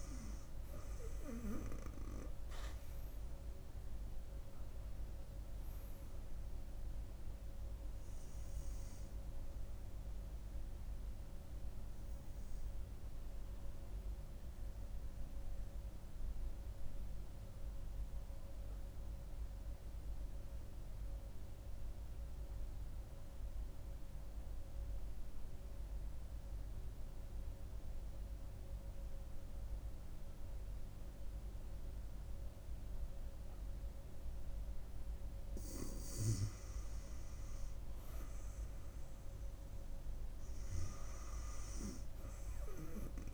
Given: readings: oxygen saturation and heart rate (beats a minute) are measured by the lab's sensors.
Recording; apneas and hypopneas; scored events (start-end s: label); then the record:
breathing in sleep by a room microphone; 1
0.00-1.50 s: arousal
15.00-34.50 s: obstructive apnea (oxygen 99% before, 94% lowest, heart rate 69 before, 62 extreme, up 5 after)
21.50-29.50 s: oxygen desaturation (device-marked, oxygen 97% before, 94% lowest, heart rate 67 before, 65 extreme)
39.50-43.34 s: arousal
From the record:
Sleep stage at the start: N2 (light sleep); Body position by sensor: on the front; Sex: female